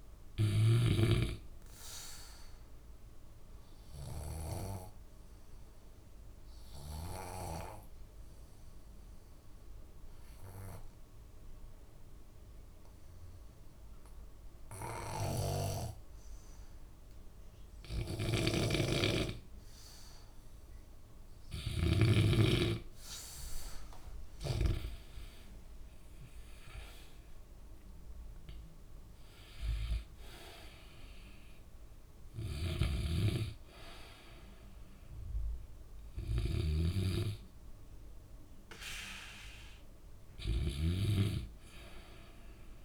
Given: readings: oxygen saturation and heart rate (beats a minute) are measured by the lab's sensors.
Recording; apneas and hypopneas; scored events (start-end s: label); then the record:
breathing in sleep by a room microphone; 1
0.00-1.50 s: snoring (device-marked)
2.00-21.00 s: obstructive apnea (oxygen 96% before, 89% lowest, heart rate 67 before, 61 extreme, up 9 after)
18.50-22.50 s: snoring (device-marked)
22.00-42.84 s: oxygen desaturation (device-marked, oxygen 96% before, 89% lowest, heart rate 66 before, 61 extreme)
25.50-29.50 s: arousal
33.00-41.50 s: snoring (device-marked)
From the record:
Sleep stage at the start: N2 (light sleep); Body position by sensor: on the back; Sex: male